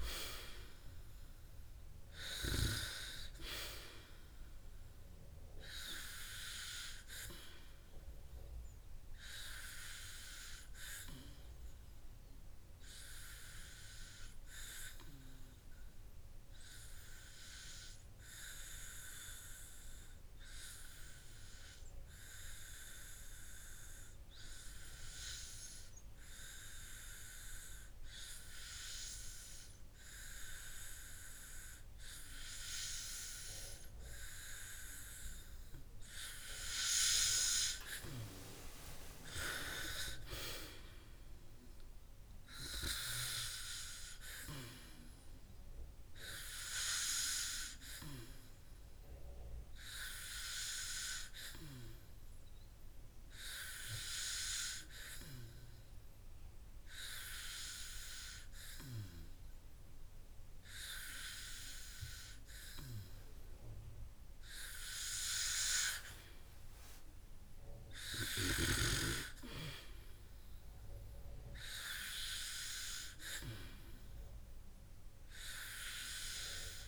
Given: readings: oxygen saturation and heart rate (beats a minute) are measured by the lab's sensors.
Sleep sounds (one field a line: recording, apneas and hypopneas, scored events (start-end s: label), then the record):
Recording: breathing in sleep by a room microphone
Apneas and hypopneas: 2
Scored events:
12.50-36.50 s: hypopnea (oxygen 98% before, 95% lowest, heart rate 63 before, 51 extreme, up 16 after)
39.50-42.50 s: arousal
51.50-64.50 s: hypopnea (oxygen 98% before, 95% lowest, heart rate 63 before, 54 extreme, up 10 after)
67.00-70.50 s: arousal
From the record:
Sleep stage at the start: N2 (light sleep)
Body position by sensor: on the back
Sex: male